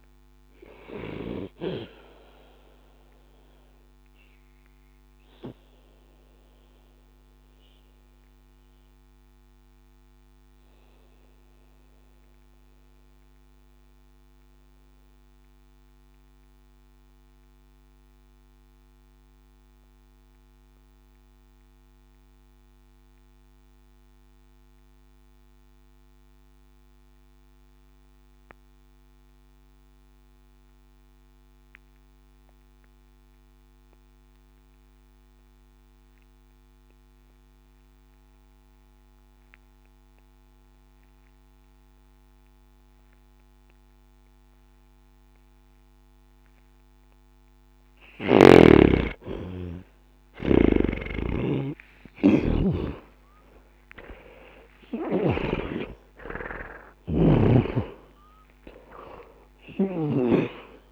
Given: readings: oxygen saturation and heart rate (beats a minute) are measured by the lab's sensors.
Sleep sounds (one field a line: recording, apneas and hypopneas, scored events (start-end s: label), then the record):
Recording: breathing in sleep by a microphone on the trachea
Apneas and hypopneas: 1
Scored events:
0.00-25.50 s: oxygen desaturation (device-marked, oxygen 76% lowest, heart rate 60 extreme)
2.50-47.00 s: obstructive apnea (oxygen 94% before, 76% lowest, heart rate 116 before, 60 extreme, up 43 after)
43.50-60.92 s: oxygen desaturation (device-marked, oxygen 99% before, 77% lowest, heart rate 60 before, 60 extreme)
48.00-60.92 s: snoring (device-marked)
51.50-57.00 s: arousal
From the record:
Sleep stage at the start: N2 (light sleep)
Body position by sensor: on the back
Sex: male